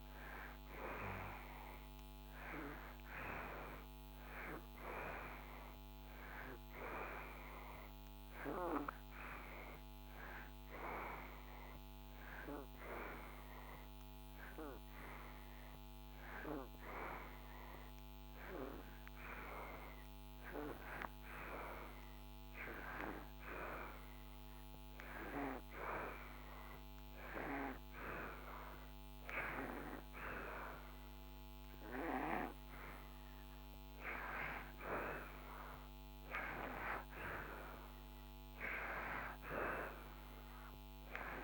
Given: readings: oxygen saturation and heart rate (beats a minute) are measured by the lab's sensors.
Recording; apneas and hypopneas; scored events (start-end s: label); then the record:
breathing in sleep by a microphone on the trachea; 1
0.00-4.50 s: oxygen desaturation (device-marked, oxygen 85% lowest)
6.00-27.00 s: hypopnea (oxygen 95% before, 85% lowest)
20.50-41.43 s: oxygen desaturation (device-marked, oxygen 96% before, 85% lowest)
28.00-34.00 s: arousal
From the record:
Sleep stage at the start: N2 (light sleep); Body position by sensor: on the back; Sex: male